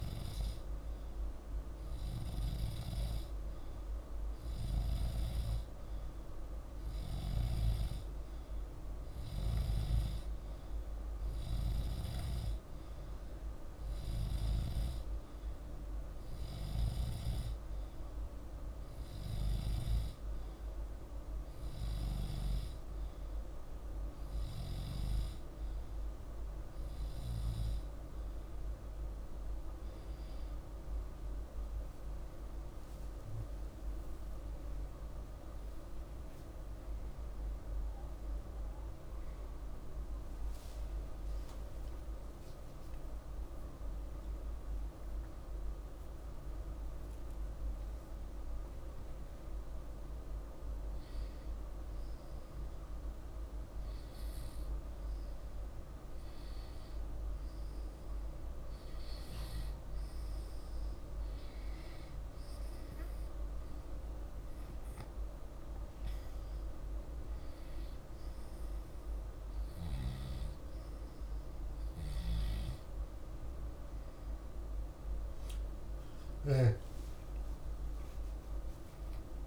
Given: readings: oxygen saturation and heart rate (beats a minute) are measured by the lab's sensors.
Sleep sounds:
breathing in sleep, hard to hear, by a room microphone; none
40.00-43.50 s: arousal
73.00-79.47 s: oxygen desaturation (device-marked, oxygen 98% before, 95% lowest, heart rate 47 before, 46 extreme)
76.50-79.47 s: arousal
From the record:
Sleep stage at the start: N2 (light sleep); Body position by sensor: on the back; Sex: male

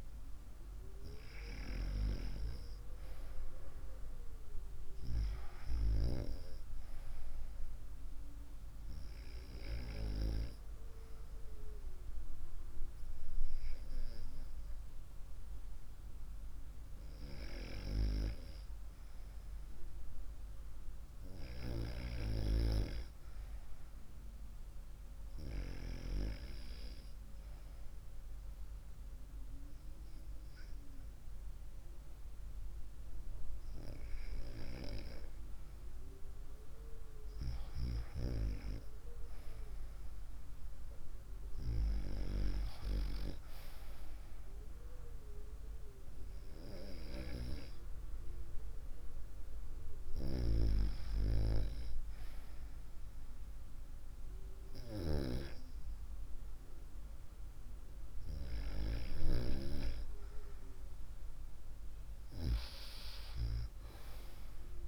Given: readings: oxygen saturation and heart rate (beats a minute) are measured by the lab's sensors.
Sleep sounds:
breathing in sleep by a room microphone; none
none scored
From the record:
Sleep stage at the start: REM sleep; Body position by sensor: on the right side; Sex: female

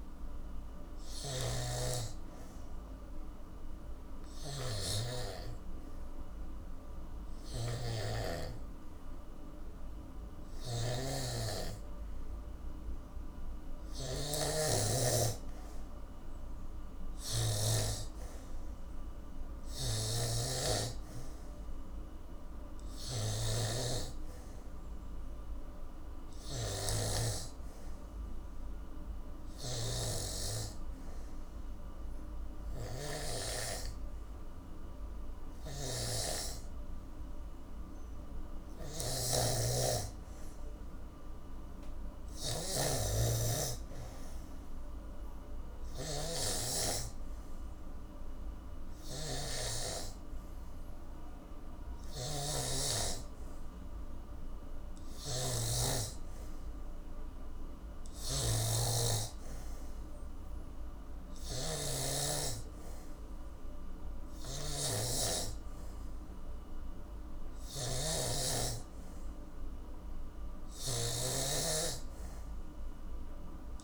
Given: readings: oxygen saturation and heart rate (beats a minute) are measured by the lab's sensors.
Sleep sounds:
breathing in sleep by a room microphone; none
0.00-13.00 s: oxygen desaturation (device-marked, oxygen 87% lowest, heart rate 57 extreme)
0.00-23.50 s: snoring (device-marked)
18.00-33.00 s: oxygen desaturation (device-marked, oxygen 95% before, 89% lowest, heart rate 61 before, 56 extreme)
29.50-73.84 s: snoring (device-marked)
51.00-59.00 s: oxygen desaturation (device-marked, oxygen 92% before, 89% lowest, heart rate 61 before, 57 extreme)
From the record:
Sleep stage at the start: N2 (light sleep); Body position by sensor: on the back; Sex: male

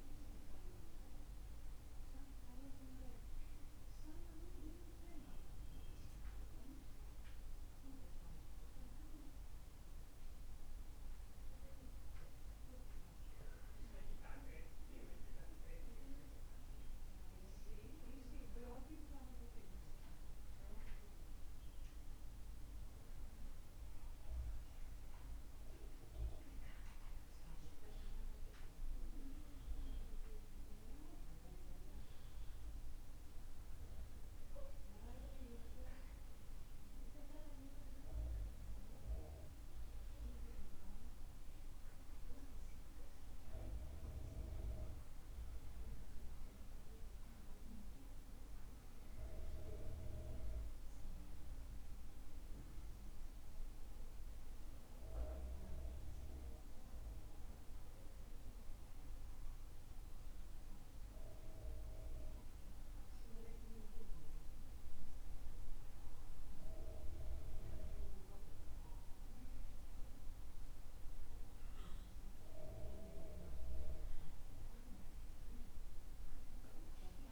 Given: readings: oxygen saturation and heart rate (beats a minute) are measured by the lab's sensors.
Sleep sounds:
breathing in sleep by a room microphone; none
none scored
From the record:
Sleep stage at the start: N2 (light sleep); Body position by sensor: on the back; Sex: male

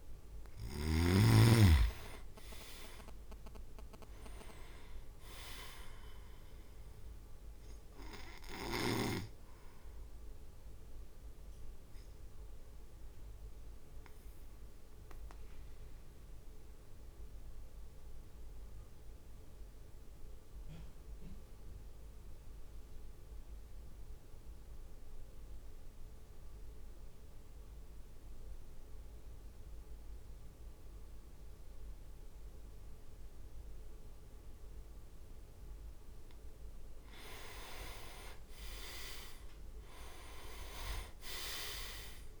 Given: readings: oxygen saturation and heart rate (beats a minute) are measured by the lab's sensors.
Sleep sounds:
breathing in sleep by a room microphone; 1
0.00-1.00 s: arousal
0.00-1.00 s: snoring (device-marked)
0.00-10.00 s: drop in pulse transit time (device-marked, heart rate 50 extreme)
2.00-10.00 s: oxygen desaturation (device-marked, oxygen 99% before, 95% lowest, heart rate 53 before, 52 extreme)
7.00-35.50 s: obstructive apnea (oxygen 99% before, 94% lowest, heart rate 53 before, 48 extreme, up 9 after)
36.00-42.40 s: oxygen desaturation (device-marked, oxygen 99% before, 94% lowest, heart rate 53 before, 48 extreme)
37.50-39.50 s: leg movement (device-marked)
37.50-42.40 s: arousal
40.00-42.40 s: drop in pulse transit time (device-marked, heart rate 53 before, 48 extreme)
From the record:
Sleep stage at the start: N2 (light sleep); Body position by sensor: on the back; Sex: male

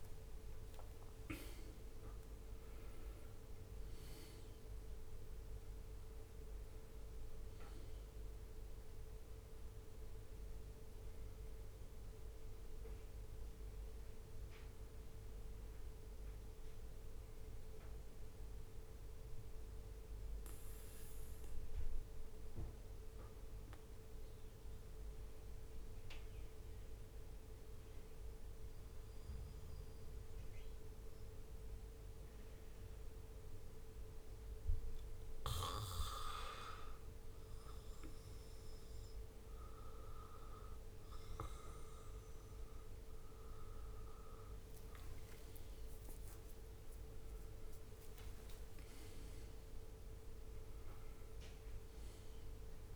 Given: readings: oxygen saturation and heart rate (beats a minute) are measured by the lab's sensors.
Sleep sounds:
breathing in sleep, hard to hear, by a room microphone; 1
17.50-43.00 s: obstructive apnea (oxygen 97% before, 91% lowest, heart rate 72 before, 64 extreme, up 7 after)
31.50-52.96 s: new sleep stage, N2 (light sleep)
44.50-52.96 s: oxygen desaturation (device-marked, oxygen 98% before, 94% lowest, heart rate 67 before, 64 extreme)
45.00-48.50 s: arousal
From the record:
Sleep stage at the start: N1 (lightest sleep); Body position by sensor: on the back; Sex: male

